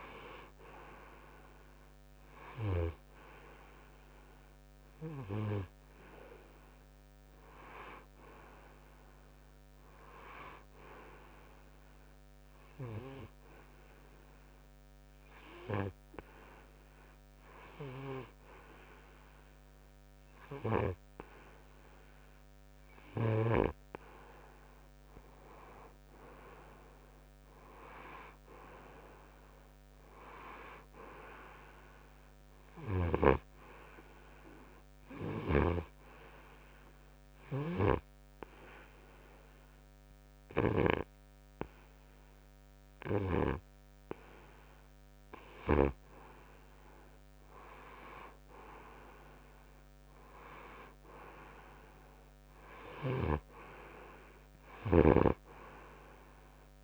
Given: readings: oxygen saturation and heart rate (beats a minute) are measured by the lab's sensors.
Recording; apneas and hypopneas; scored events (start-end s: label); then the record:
breathing in sleep by a microphone on the trachea; 2
0.00-20.50 s: oxygen desaturation (device-marked, oxygen 92% lowest, heart rate 60 extreme)
7.00-10.00 s: arousal
12.50-24.00 s: hypopnea (oxygen 95% before, 92% lowest, heart rate 62 before, 60 extreme, up 4 after)
24.50-28.50 s: arousal
37.00-47.50 s: hypopnea (oxygen 95% before, 92% lowest, heart rate 62 before, 60 extreme, up 3 after)
55.00-56.84 s: arousal
From the record:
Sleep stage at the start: N2 (light sleep); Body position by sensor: on the right side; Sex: male